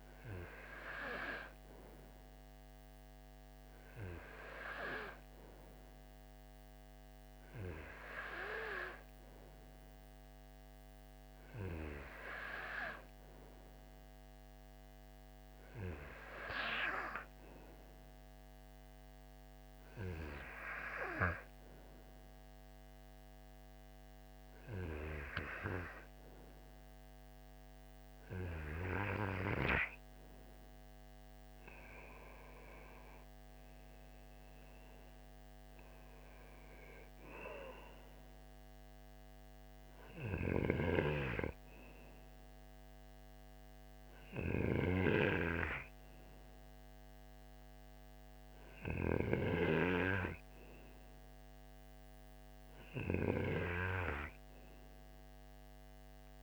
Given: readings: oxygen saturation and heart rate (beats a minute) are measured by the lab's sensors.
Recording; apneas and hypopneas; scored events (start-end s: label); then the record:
breathing in sleep by a microphone on the trachea; none
none scored
From the record:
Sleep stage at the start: N2 (light sleep); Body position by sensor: on the right side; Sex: male